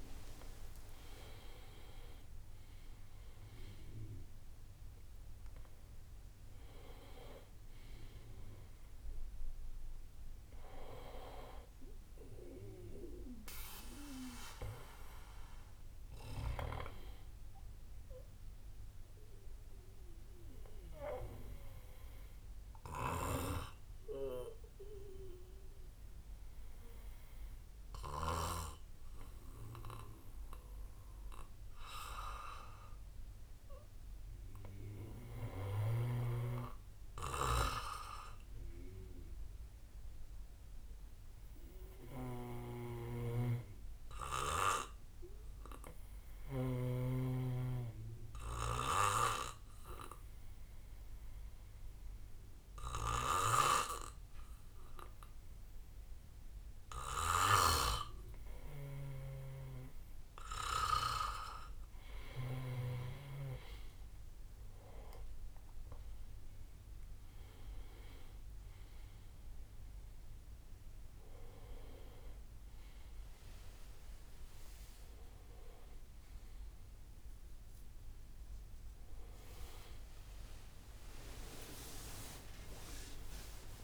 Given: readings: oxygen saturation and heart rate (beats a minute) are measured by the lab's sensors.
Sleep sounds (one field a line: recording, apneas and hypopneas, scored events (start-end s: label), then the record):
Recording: a person partly awake in a sleep study, by a room microphone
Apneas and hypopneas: 2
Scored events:
0.00-4.00 s: tachycardia (device-marked, heart rate 140 extreme)
11.00-71.00 s: new sleep stage, N1 (lightest sleep)
19.50-32.50 s: hypopnea (oxygen 100% before, 93% lowest, heart rate 97 before, 65 extreme, up 3 after)
23.00-28.50 s: snoring (device-marked)
36.00-39.50 s: arousal
42.00-47.00 s: snoring (device-marked)
48.00-61.50 s: obstructive apnea (oxygen 97% before, 93% lowest, heart rate 67 before, 64 extreme, up 14 after)
58.50-63.00 s: snoring (device-marked)
64.00-83.00 s: oxygen desaturation (device-marked, oxygen 97% before, 93% lowest, heart rate 67 before, 73 extreme)
71.00-83.83 s: new sleep stage, awake
81.00-83.00 s: long interval between heartbeats (device-marked, heart rate 74 before, 93 extreme)
82.00-83.83 s: drop in pulse transit time (device-marked, heart rate 75 before, 94 extreme)
From the record:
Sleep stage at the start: awake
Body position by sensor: on the back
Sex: male